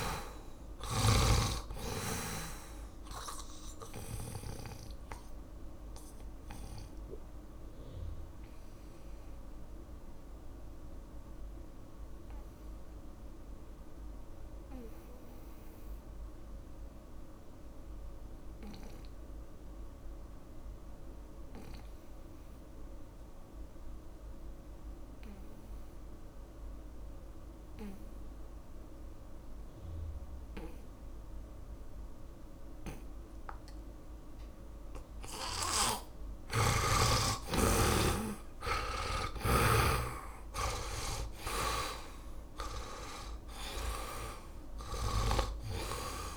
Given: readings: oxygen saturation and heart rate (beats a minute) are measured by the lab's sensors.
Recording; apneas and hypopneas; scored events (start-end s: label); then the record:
breathing in sleep by a room microphone; 1
0.00-23.00 s: oxygen desaturation (device-marked, oxygen 100% before, 79% lowest)
5.50-35.50 s: mixed apnea (oxygen 100% before, 77% lowest)
30.00-37.00 s: oxygen desaturation (device-marked, oxygen 100% before, 95% lowest)
37.00-41.00 s: arousal
39.00-46.36 s: oxygen desaturation (device-marked, oxygen 99% before, 77% lowest)
39.50-46.00 s: snoring (device-marked)
From the record:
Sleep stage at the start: N2 (light sleep); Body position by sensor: on the back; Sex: male